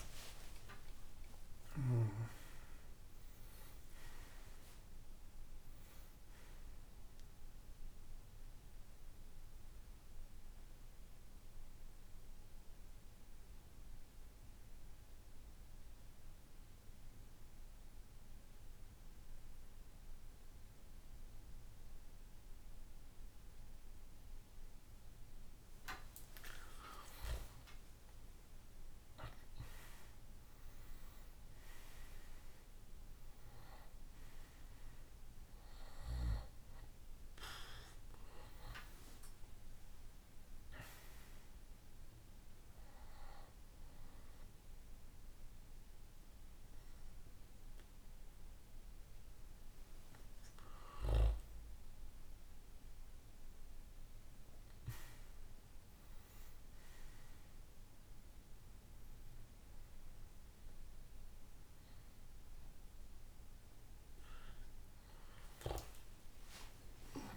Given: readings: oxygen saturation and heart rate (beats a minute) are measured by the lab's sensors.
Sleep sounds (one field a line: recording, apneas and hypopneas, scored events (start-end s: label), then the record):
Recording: breathing in sleep by a room microphone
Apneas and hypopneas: 2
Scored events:
6.50-25.00 s: central apnea (oxygen 97% before, 93% lowest, heart rate 115 before, 54 extreme, up 16 after)
27.50-31.50 s: arousal
30.50-55.50 s: oxygen desaturation (device-marked, oxygen 99% before, 93% lowest, heart rate 61 before, 65 extreme)
42.00-53.00 s: hypopnea (oxygen 99% before, 93% lowest, heart rate 67 before, 65 extreme, up 12 after)
66.00-67.37 s: arousal
From the record:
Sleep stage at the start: N1 (lightest sleep)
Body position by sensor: on the back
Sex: male